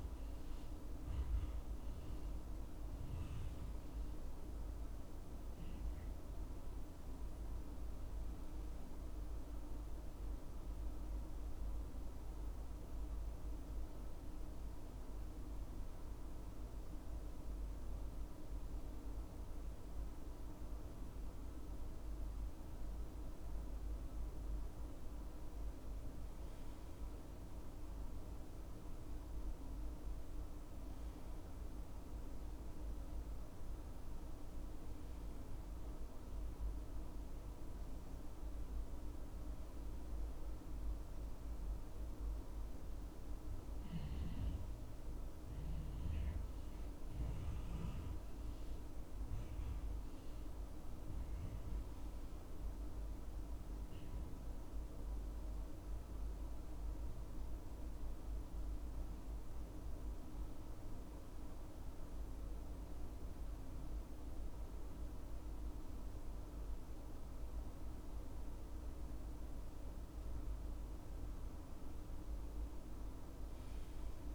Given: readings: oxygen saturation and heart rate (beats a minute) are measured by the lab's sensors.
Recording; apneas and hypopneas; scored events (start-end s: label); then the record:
breathing in sleep, hard to hear, by a room microphone; 1
13.00-24.00 s: mixed apnea (oxygen 99% before, 97% lowest, heart rate 80 before, 68 extreme, up 2 after)
25.50-29.50 s: arousal
From the record:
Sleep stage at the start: N2 (light sleep); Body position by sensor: on the back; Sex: male